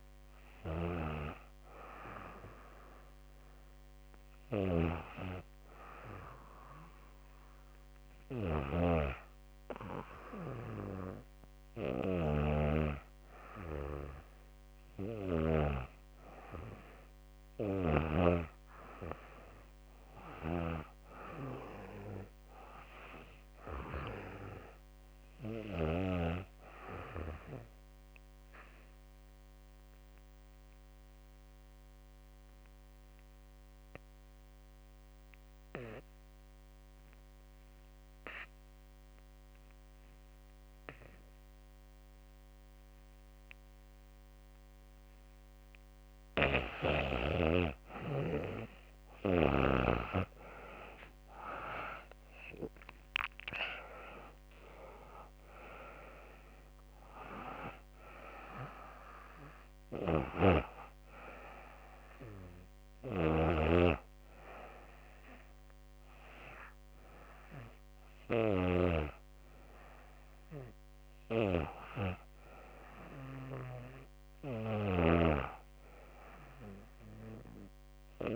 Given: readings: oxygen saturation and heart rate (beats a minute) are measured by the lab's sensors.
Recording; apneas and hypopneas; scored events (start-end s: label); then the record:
breathing in sleep by a microphone on the trachea; 1
26.00-44.00 s: obstructive apnea (oxygen 98% before, 83% lowest, heart rate 76 before, 68 extreme, up 8 after)
45.50-66.50 s: oxygen desaturation (device-marked, oxygen 95% before, 83% lowest, heart rate 71 before, 70 extreme)
49.00-54.00 s: arousal
73.50-77.50 s: snoring (device-marked)
From the record:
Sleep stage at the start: REM sleep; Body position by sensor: on the back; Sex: female